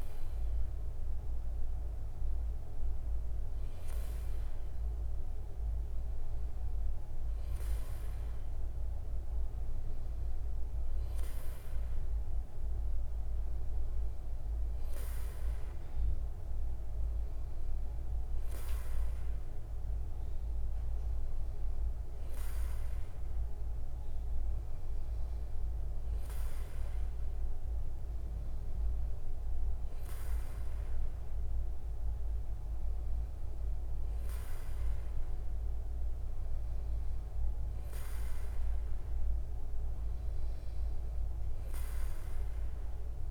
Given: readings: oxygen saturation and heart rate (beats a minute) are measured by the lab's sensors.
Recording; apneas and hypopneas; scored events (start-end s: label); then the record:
breathing in sleep, hard to hear, by a room microphone; none
18.50-22.50 s: arousal
From the record:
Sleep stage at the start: N2 (light sleep); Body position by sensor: on the back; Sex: male